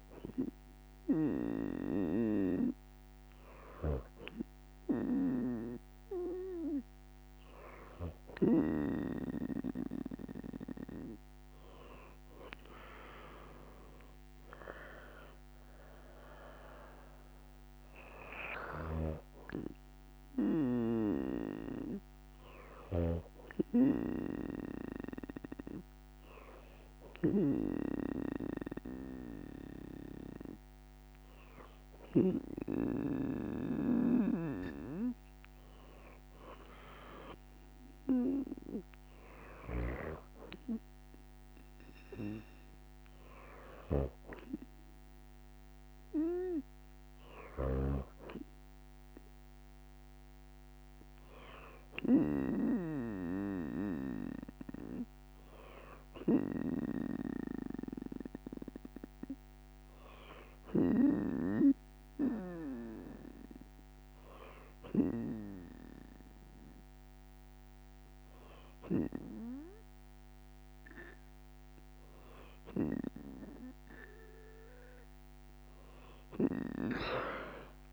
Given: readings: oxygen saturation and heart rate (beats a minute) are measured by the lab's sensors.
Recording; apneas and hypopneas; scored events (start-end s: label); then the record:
breathing in sleep by a microphone on the trachea; none
none scored
From the record:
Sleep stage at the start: N2 (light sleep); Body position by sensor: on the right side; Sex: female